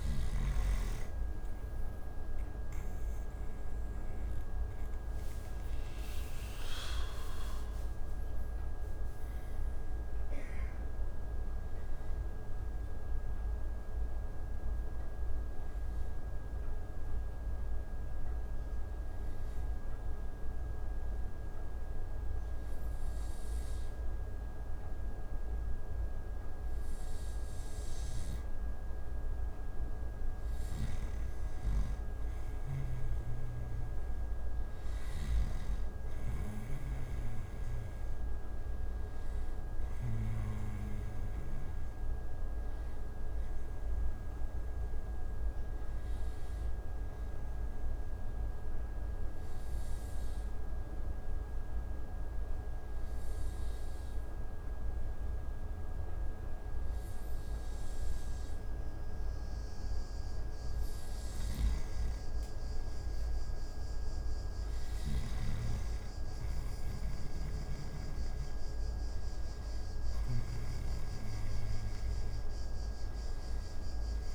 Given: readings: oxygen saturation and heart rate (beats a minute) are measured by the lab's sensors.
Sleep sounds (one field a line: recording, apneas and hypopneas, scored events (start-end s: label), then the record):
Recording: breathing in sleep, hard to hear, by a room microphone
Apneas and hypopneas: 2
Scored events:
0.00-1.00 s: arousal
13.50-26.50 s: obstructive apnea (oxygen 95% before, 91% lowest)
29.50-32.00 s: arousal
33.00-37.00 s: snoring (device-marked)
36.00-56.00 s: oxygen desaturation (device-marked, oxygen 96% before, 91% lowest)
47.50-60.50 s: obstructive apnea (oxygen 96% before, 91% lowest)
62.00-64.50 s: arousal
67.50-71.00 s: snoring (device-marked)
From the record:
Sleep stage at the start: N2 (light sleep)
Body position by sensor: on the back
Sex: male